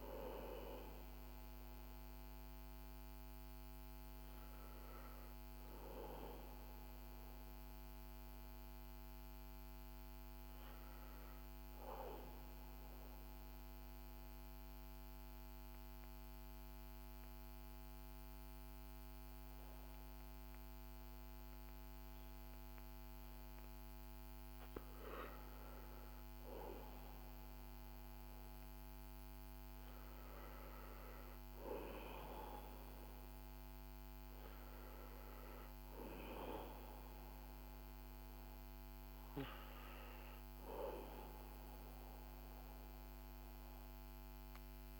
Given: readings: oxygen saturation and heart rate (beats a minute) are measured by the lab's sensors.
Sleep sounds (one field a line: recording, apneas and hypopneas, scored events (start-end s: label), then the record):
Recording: breathing in sleep by a microphone on the trachea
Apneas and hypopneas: 1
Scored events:
11.50-25.50 s: mixed apnea (oxygen 93% before, 91% lowest, heart rate 57 before, 51 extreme, up 9 after)
27.50-31.50 s: arousal
38.00-45.00 s: oxygen desaturation (device-marked, oxygen 95% before, 91% lowest, heart rate 57 before, 49 extreme)
From the record:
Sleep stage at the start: N2 (light sleep)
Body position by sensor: on the back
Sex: male